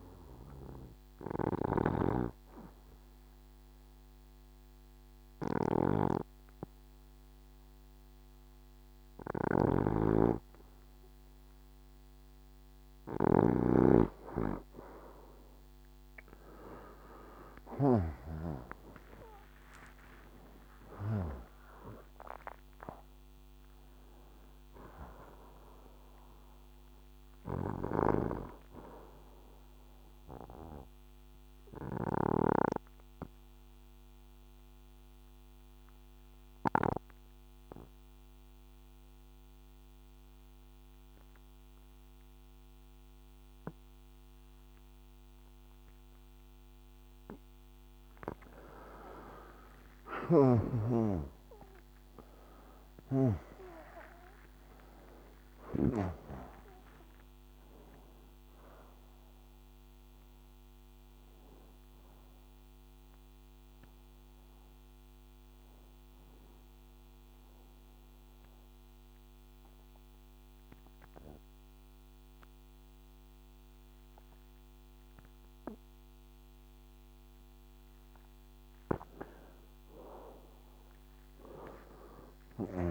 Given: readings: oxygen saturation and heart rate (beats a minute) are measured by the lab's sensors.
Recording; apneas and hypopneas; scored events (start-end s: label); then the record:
breathing in sleep by a microphone on the trachea; 3
1.00-11.50 s: obstructive apnea (oxygen 95% before, 89% lowest, heart rate 71 before, 61 extreme, up 7 after)
1.50-15.50 s: oxygen desaturation (device-marked, oxygen 95% before, 92% lowest, heart rate 71 before, 61 extreme)
16.50-23.00 s: arousal
28.50-40.50 s: oxygen desaturation (device-marked, oxygen 94% before, 89% lowest, heart rate 74 before, 60 extreme)
30.00-47.00 s: obstructive apnea (oxygen 95% before, 89% lowest, heart rate 74 before, 60 extreme, up 15 after)
49.50-56.00 s: arousal
55.50-66.50 s: oxygen desaturation (device-marked, oxygen 95% before, 91% lowest, heart rate 66 before, 60 extreme)
59.50-77.00 s: obstructive apnea (oxygen 96% before, 89% lowest, heart rate 73 before, 60 extreme, up 14 after)
80.00-82.91 s: arousal
From the record:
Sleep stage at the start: N2 (light sleep); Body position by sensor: on the left side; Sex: male